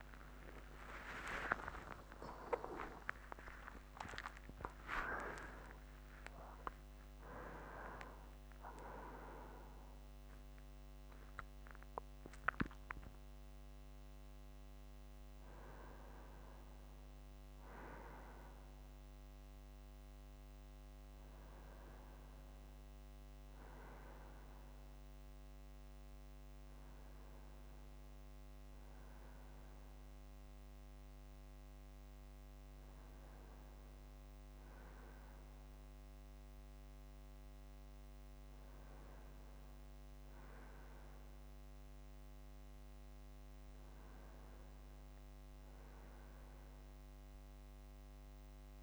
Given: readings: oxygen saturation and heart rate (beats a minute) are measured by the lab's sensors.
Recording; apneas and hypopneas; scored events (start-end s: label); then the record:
a person awake in a sleep study, by a microphone on the trachea; none
26.50-34.50 s: oxygen desaturation (device-marked, oxygen 98% before, 94% lowest)
From the record:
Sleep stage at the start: awake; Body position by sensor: on the right side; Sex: male